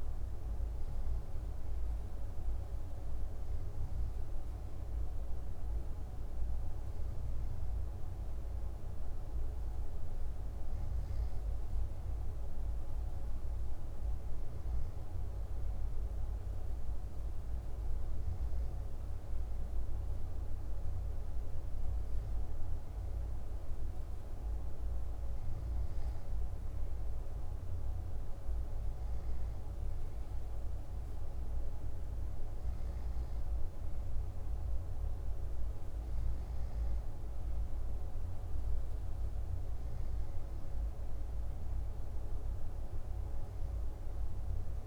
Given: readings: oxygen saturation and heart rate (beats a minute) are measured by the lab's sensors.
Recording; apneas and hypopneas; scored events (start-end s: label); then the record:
breathing in sleep, hard to hear, by a room microphone; none
none scored
From the record:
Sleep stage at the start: N2 (light sleep); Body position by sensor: on the back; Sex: male